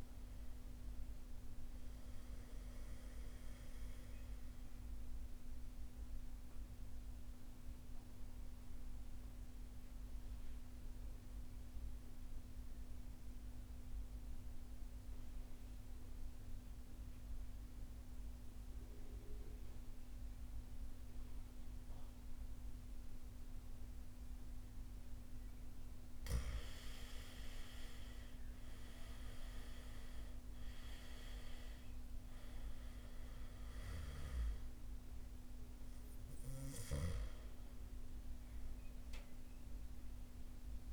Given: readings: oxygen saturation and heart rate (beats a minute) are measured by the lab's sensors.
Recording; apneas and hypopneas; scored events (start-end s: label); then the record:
breathing in sleep, hard to hear, by a room microphone; 1
0.00-18.00 s: oxygen desaturation (device-marked, oxygen 89% lowest, heart rate 51 extreme)
1.00-24.50 s: mixed apnea (oxygen 98% before, 89% lowest, heart rate 58 before, 51 extreme, up 8 after)
26.50-29.00 s: arousal
30.00-40.92 s: oxygen desaturation (device-marked, oxygen 98% before, 89% lowest, heart rate 57 before, 50 extreme)
From the record:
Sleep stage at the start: N2 (light sleep); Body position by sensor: on the back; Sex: male